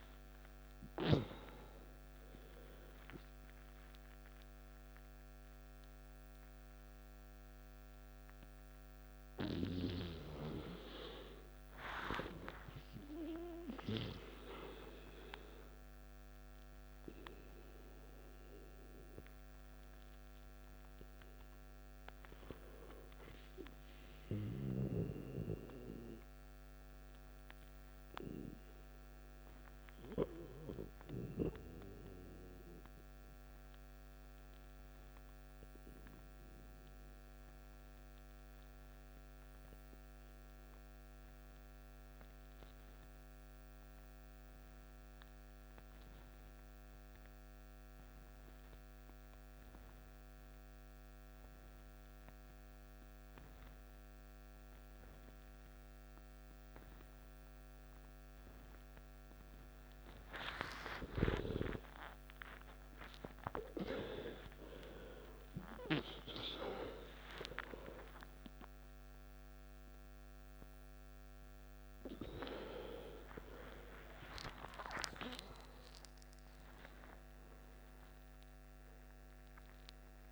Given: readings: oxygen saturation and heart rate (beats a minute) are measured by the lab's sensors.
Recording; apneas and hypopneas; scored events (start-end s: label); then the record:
breathing in sleep by a microphone on the trachea; 1
0.00-25.00 s: oxygen desaturation (device-marked, oxygen 87% lowest, heart rate 53 extreme)
4.00-34.00 s: new sleep stage, N1 (lightest sleep)
34.00-80.32 s: new sleep stage, N2 (light sleep)
35.00-61.50 s: mixed apnea (oxygen 99% before, 89% lowest, heart rate 58 before, 53 extreme, up 14 after)
53.00-76.00 s: oxygen desaturation (device-marked, oxygen 98% before, 91% lowest, heart rate 55 before, 57 extreme)
69.00-75.00 s: arousal
74.50-76.50 s: long interval between heartbeats (device-marked, heart rate 62 before, 73 extreme)
From the record:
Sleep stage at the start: N2 (light sleep); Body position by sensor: on the back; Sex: male